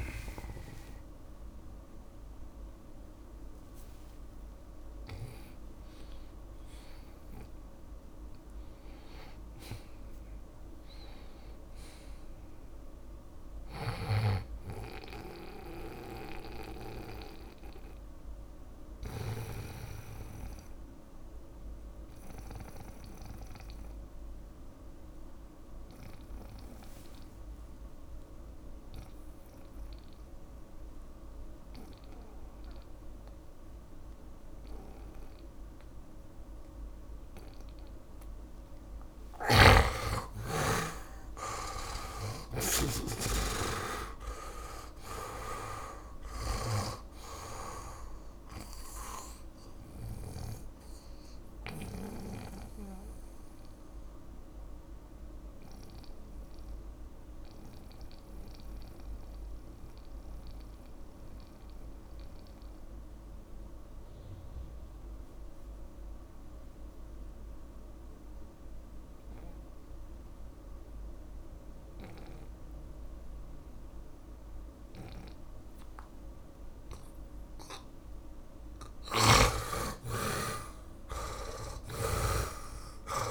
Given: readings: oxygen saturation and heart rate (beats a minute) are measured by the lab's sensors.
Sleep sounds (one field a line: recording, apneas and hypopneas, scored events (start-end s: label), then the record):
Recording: a person partly awake in a sleep study, by a room microphone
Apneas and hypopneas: 2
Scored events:
0.00-15.00 s: oxygen desaturation (device-marked, oxygen 72% lowest)
14.00-20.00 s: snoring (device-marked)
15.00-83.31 s: new sleep stage, N2 (light sleep)
17.50-38.50 s: obstructive apnea (oxygen 100% before, 79% lowest)
35.00-66.00 s: oxygen desaturation (device-marked, oxygen 99% before, 79% lowest)
39.50-47.50 s: snoring (device-marked)
40.00-45.00 s: arousal
51.00-78.00 s: mixed apnea (oxygen 100% before, 79% lowest)
75.00-83.31 s: oxygen desaturation (device-marked, oxygen 100% before, 82% lowest)
79.50-83.31 s: snoring (device-marked)
80.00-83.31 s: arousal
From the record:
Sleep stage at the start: awake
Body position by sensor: on the back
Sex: male